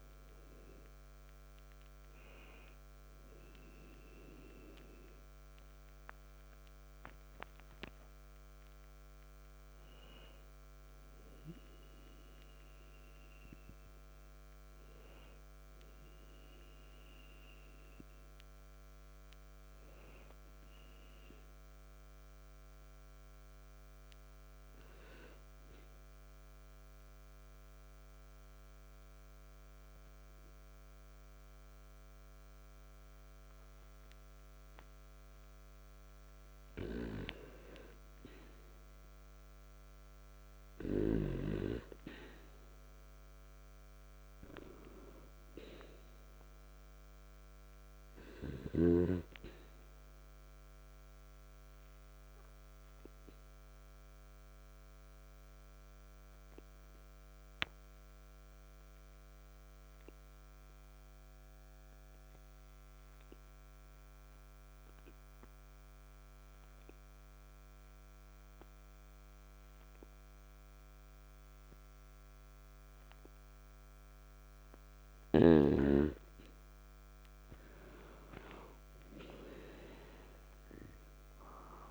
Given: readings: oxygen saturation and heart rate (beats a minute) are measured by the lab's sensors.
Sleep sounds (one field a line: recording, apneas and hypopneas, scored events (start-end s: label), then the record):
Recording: a person partly awake in a sleep study, by a microphone on the trachea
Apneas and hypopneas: 2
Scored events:
15.00-81.91 s: new sleep stage, N2 (light sleep)
20.00-33.00 s: oxygen desaturation (device-marked, oxygen 96% before, 93% lowest, heart rate 62 before, 55 extreme)
26.50-36.50 s: obstructive apnea (oxygen 96% before, 93% lowest, heart rate 60 before, 55 extreme, up 2 after)
39.50-43.00 s: arousal
50.00-70.00 s: oxygen desaturation (device-marked, oxygen 98% before, 94% lowest, heart rate 57 before, 52 extreme)
54.00-73.50 s: obstructive apnea (oxygen 98% before, 91% lowest, heart rate 57 before, 52 extreme, up 0 after)
76.50-81.91 s: arousal
From the record:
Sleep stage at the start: awake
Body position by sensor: on the back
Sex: male